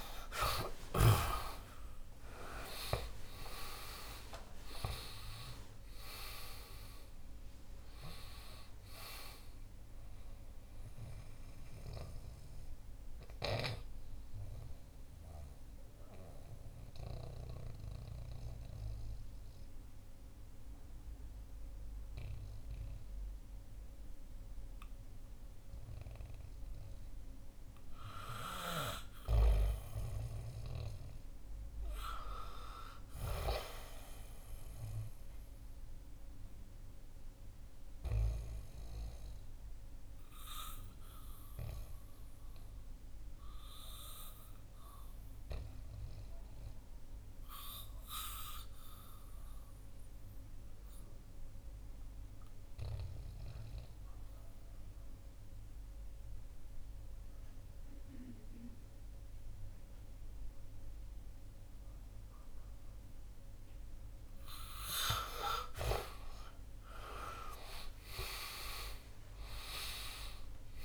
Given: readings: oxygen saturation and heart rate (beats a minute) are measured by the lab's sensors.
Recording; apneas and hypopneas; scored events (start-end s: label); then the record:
breathing in sleep by a room microphone; 2
0.00-2.00 s: arousal
0.00-35.50 s: oxygen desaturation (device-marked, oxygen 77% lowest, heart rate 65 extreme)
13.00-28.50 s: central apnea (oxygen 95% before, 77% lowest, heart rate 74 before, 68 extreme, up 2 after)
30.50-34.50 s: arousal
36.50-64.00 s: obstructive apnea (oxygen 98% before, 82% lowest, heart rate 74 before, 59 extreme, up 18 after)
60.50-70.85 s: oxygen desaturation (device-marked, oxygen 97% before, 82% lowest, heart rate 69 before, 59 extreme)
65.50-70.85 s: arousal
From the record:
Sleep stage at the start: REM sleep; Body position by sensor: on the back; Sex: male